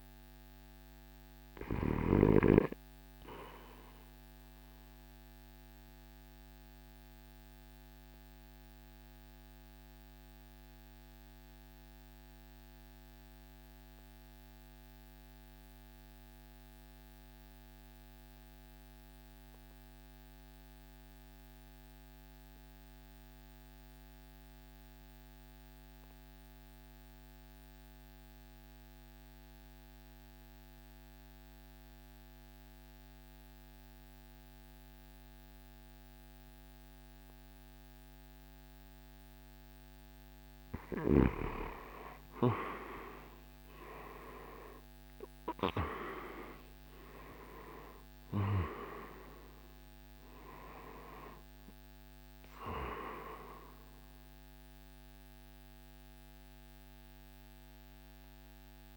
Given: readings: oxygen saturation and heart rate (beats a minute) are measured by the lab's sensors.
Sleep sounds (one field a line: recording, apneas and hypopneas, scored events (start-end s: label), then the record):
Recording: breathing in sleep by a microphone on the trachea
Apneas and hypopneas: 1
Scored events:
0.00-2.00 s: snoring (device-marked)
0.00-27.50 s: oxygen desaturation (device-marked, oxygen 86% lowest, heart rate 51 extreme)
4.50-39.00 s: obstructive apnea (oxygen 98% before, 77% lowest, heart rate 56 before, 51 extreme, up 19 after)
25.50-32.50 s: drop in pulse transit time (device-marked, heart rate 55 before, 52 extreme)
31.50-58.97 s: new sleep stage, N1 (lightest sleep)
40.50-58.97 s: oxygen desaturation (device-marked, oxygen 93% before, 77% lowest, heart rate 53 before, 53 extreme)
42.00-46.50 s: arousal
46.50-58.97 s: drop in pulse transit time (device-marked, heart rate 55 before, 59 extreme)
From the record:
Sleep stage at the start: REM sleep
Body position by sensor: on the right side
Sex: male